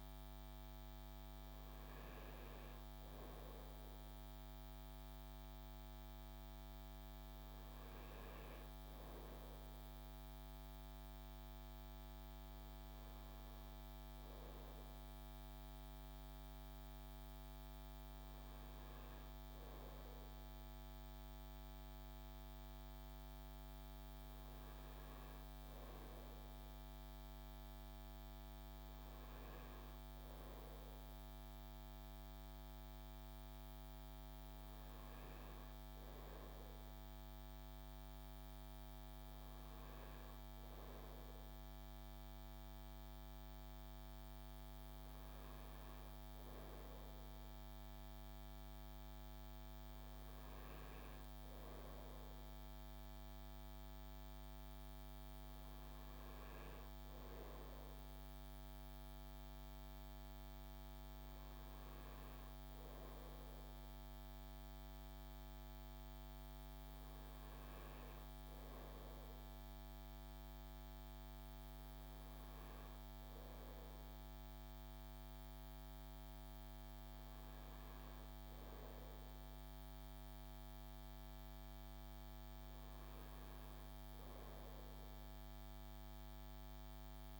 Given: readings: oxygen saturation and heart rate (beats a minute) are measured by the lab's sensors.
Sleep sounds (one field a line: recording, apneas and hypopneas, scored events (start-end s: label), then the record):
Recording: breathing in sleep, hard to hear, by a microphone on the trachea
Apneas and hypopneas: none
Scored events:
none scored
From the record:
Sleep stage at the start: N2 (light sleep)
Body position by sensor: on the front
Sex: male